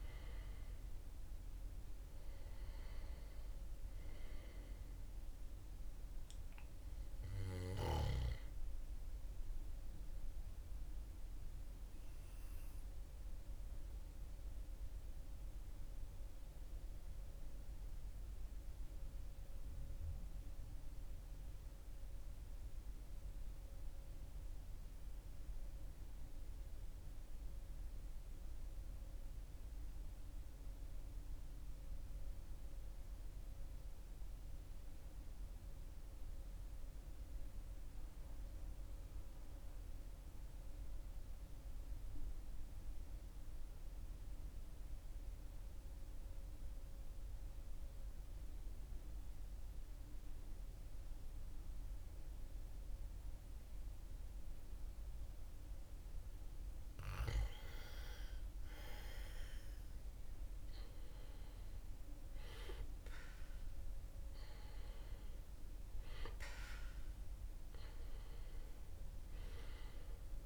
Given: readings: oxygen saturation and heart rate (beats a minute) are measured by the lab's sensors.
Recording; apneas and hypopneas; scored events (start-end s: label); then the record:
breathing in sleep by a room microphone; 1
0.00-22.00 s: oxygen desaturation (device-marked, oxygen 90% lowest, heart rate 38 extreme)
13.00-56.50 s: mixed apnea (oxygen 96% before, 90% lowest, heart rate 43 before, 38 extreme, up 3 after)
59.00-63.50 s: arousal
From the record:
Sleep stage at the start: N2 (light sleep); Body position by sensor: on the back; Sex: male